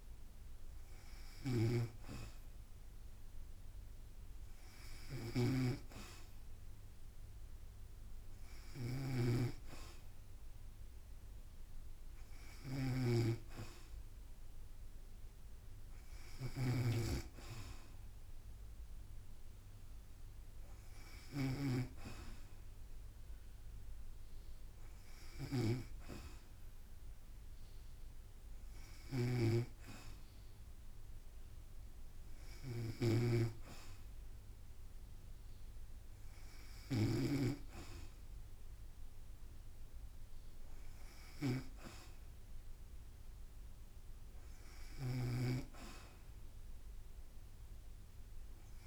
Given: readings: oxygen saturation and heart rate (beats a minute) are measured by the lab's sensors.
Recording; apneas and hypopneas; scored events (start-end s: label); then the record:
breathing in sleep by a room microphone; none
0.00-48.87 s: snoring (device-marked)
From the record:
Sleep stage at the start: N2 (light sleep); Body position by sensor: on the back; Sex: female